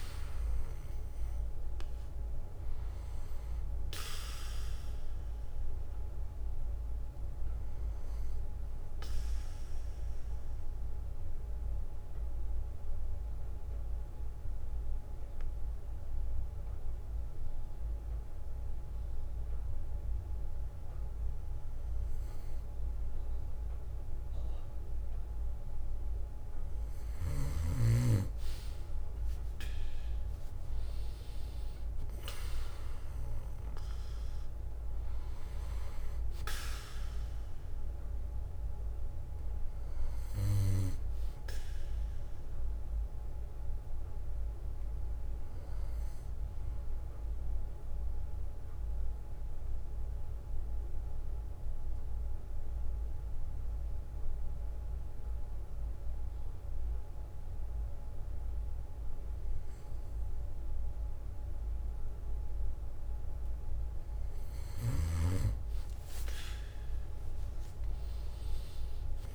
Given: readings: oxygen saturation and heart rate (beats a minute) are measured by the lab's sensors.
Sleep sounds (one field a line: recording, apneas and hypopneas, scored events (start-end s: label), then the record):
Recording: breathing in sleep by a room microphone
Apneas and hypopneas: 2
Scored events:
8.50-24.50 s: mixed apnea (oxygen 96% before, 94% lowest, heart rate 65 before, 56 extreme, up 5 after)
8.50-26.50 s: bradycardia (device-marked, heart rate 61 before, 56 extreme)
29.00-33.00 s: arousal
40.50-42.50 s: bradycardia (device-marked, heart rate 61 before, 66 extreme)
43.50-64.50 s: bradycardia (device-marked, heart rate 61 before, 55 extreme)
47.50-63.50 s: mixed apnea (oxygen 97% before, 93% lowest, heart rate 63 before, 55 extreme, up 13 after)
From the record:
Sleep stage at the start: N2 (light sleep)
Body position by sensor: on the back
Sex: male